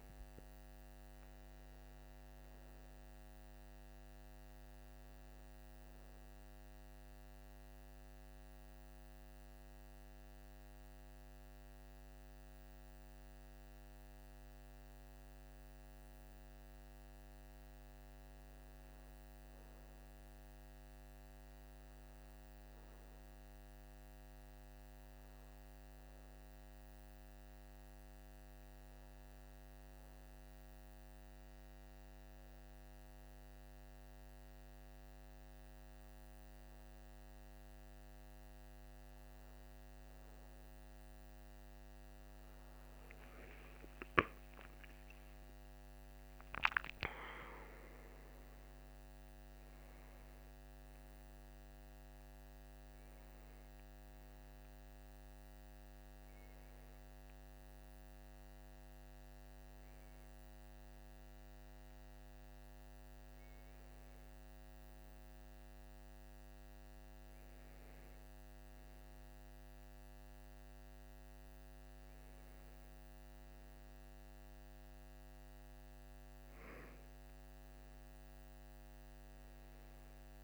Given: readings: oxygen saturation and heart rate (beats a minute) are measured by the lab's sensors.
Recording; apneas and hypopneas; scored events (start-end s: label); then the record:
breathing in sleep, hard to hear, by a microphone on the trachea; none
42.50-46.50 s: arousal
From the record:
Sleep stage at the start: N2 (light sleep); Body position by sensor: on the right side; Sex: male